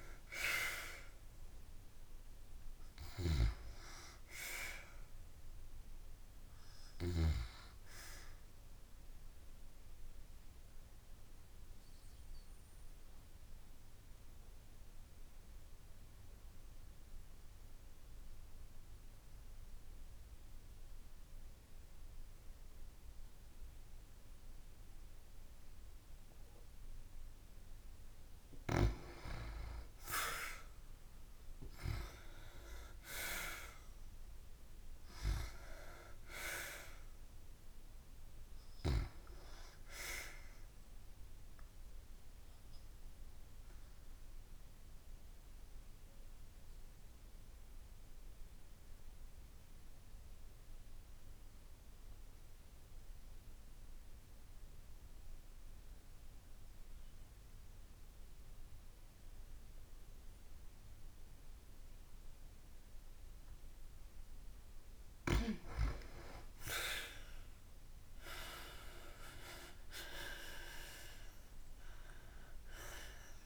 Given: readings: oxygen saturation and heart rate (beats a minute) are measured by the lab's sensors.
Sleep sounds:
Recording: breathing in sleep by a room microphone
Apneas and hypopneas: 2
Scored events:
0.00-6.50 s: oxygen desaturation (device-marked, oxygen 89% lowest)
10.00-28.00 s: obstructive apnea (oxygen 96% before, 89% lowest)
30.00-33.50 s: arousal
32.50-38.50 s: oxygen desaturation (device-marked, oxygen 96% before, 90% lowest)
41.00-64.00 s: obstructive apnea (oxygen 96% before, 89% lowest)
65.50-70.50 s: arousal
65.50-73.45 s: oxygen desaturation (device-marked, oxygen 96% before, 89% lowest)
From the record:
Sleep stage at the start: N2 (light sleep)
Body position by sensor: on the back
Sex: female

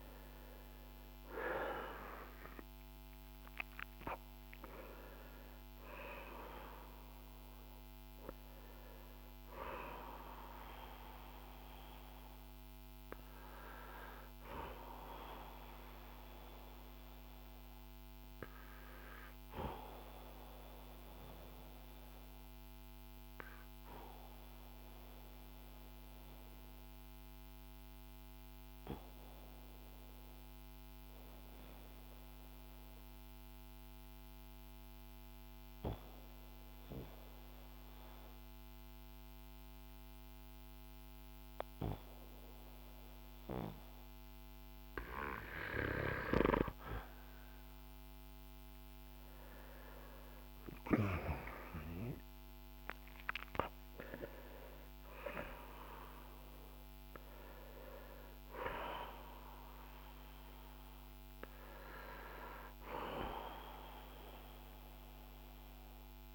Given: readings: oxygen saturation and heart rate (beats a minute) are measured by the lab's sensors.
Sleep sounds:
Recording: breathing in sleep by a microphone on the trachea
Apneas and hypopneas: 1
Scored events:
0.50-4.50 s: arousal
2.00-34.00 s: oxygen desaturation (device-marked, oxygen 97% before, 89% lowest, heart rate 54 before, 45 extreme)
19.50-49.50 s: obstructive apnea (oxygen 97% before, 89% lowest, heart rate 57 before, 45 extreme, up 10 after)
50.00-66.35 s: oxygen desaturation (device-marked, oxygen 97% before, 89% lowest, heart rate 52 before, 47 extreme)
50.50-54.00 s: arousal
From the record:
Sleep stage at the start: N2 (light sleep)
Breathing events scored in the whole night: 340 in 7.2 hours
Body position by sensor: on the back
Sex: male

